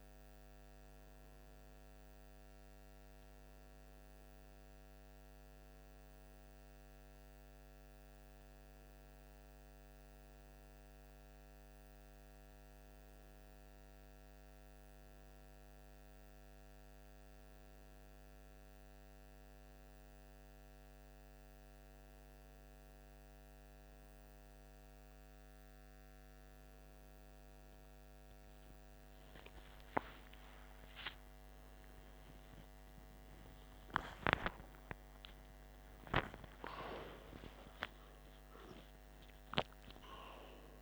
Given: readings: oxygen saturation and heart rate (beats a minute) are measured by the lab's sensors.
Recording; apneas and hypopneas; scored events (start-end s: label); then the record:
breathing in sleep by a microphone on the trachea; none
29.00-36.00 s: tachycardia (device-marked, heart rate 50 before, 158 extreme)
30.00-36.00 s: arousal
From the record:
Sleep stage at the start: N1 (lightest sleep); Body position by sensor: on the right side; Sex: male